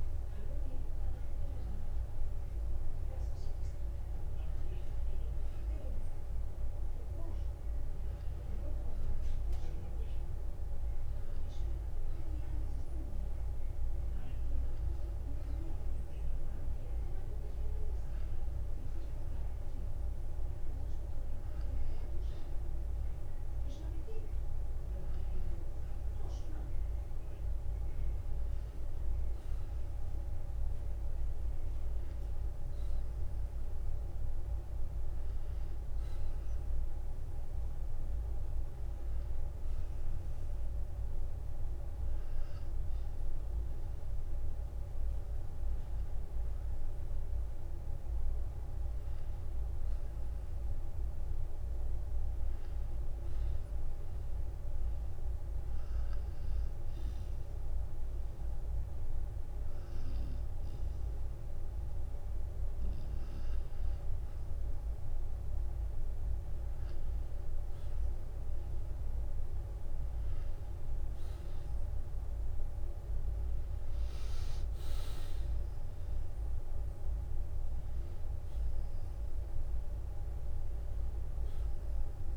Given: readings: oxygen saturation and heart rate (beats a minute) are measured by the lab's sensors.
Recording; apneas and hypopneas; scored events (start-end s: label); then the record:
breathing in sleep, hard to hear, by a room microphone; 1
19.00-21.00 s: long interval between heartbeats (device-marked, heart rate 60 before, 66 extreme)
43.50-45.50 s: long interval between heartbeats (device-marked, heart rate 53 before, 47 extreme)
45.50-63.00 s: hypopnea (oxygen 94% before, 90% lowest, heart rate 52 before, 51 extreme, up 16 after)
58.50-60.50 s: long interval between heartbeats (device-marked, heart rate 55 before, 53 extreme)
67.00-71.50 s: arousal
71.50-73.50 s: long interval between heartbeats (device-marked, heart rate 59 before, 58 extreme)
78.50-82.37 s: oxygen desaturation (device-marked, oxygen 93% before, 90% lowest, heart rate 58 before, 48 extreme)
79.00-81.00 s: long interval between heartbeats (device-marked, heart rate 58 before, 56 extreme)
From the record:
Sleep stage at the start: N2 (light sleep); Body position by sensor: on the back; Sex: male